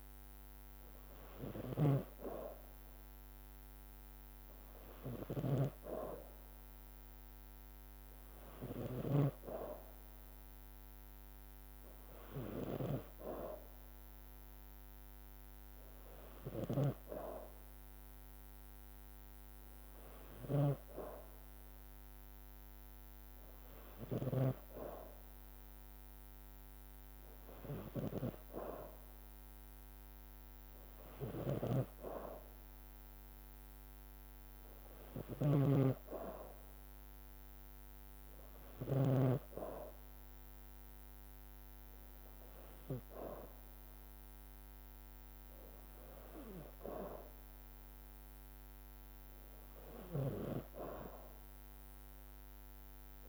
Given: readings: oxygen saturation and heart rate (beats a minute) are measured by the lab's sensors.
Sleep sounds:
breathing in sleep by a microphone on the trachea; none
0.00-9.50 s: snoring (device-marked)
16.50-24.50 s: snoring (device-marked)
31.50-39.50 s: snoring (device-marked)
From the record:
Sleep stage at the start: N2 (light sleep); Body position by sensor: on the back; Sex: female

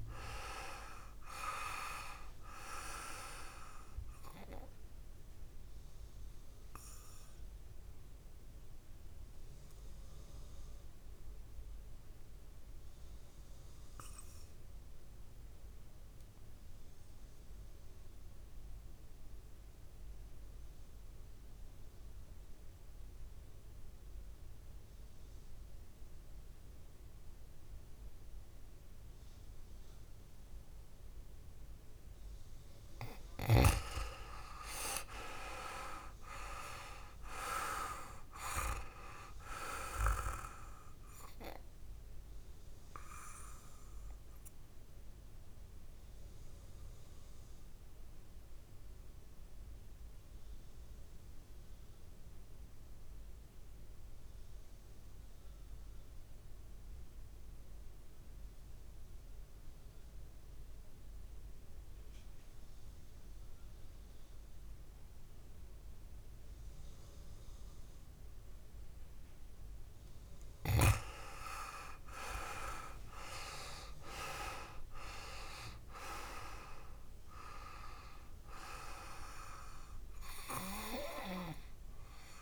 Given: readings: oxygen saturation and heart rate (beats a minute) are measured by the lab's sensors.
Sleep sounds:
breathing in sleep by a room microphone; 2
0.00-18.50 s: oxygen desaturation (device-marked, oxygen 91% lowest, heart rate 57 extreme)
5.50-32.50 s: obstructive apnea (oxygen 99% before, 89% lowest, heart rate 62 before, 55 extreme, up 5 after)
31.50-62.50 s: oxygen desaturation (device-marked, oxygen 99% before, 89% lowest, heart rate 60 before, 55 extreme)
34.00-38.50 s: arousal
43.00-70.50 s: obstructive apnea (oxygen 99% before, 89% lowest, heart rate 63 before, 54 extreme, up 9 after)
71.50-75.50 s: arousal
74.50-82.42 s: oxygen desaturation (device-marked, oxygen 99% before, 89% lowest, heart rate 59 before, 54 extreme)
From the record:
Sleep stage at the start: N2 (light sleep); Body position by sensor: on the back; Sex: male

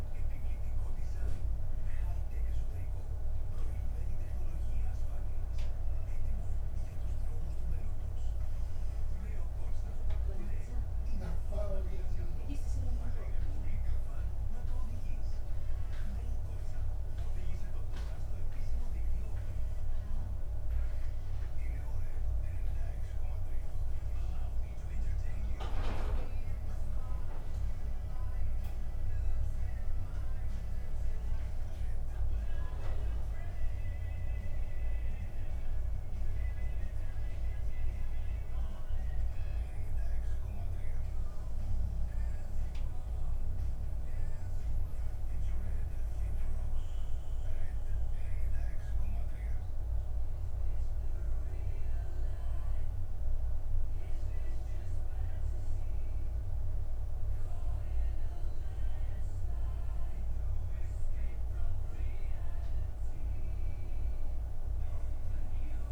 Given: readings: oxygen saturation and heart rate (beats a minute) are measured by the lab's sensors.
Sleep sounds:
a person awake in a sleep study, hard to hear, by a room microphone; none
60.00-65.92 s: new sleep stage, N1 (lightest sleep)
From the record:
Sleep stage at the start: awake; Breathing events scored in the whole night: 376 in 4.7 hours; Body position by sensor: on the back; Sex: male

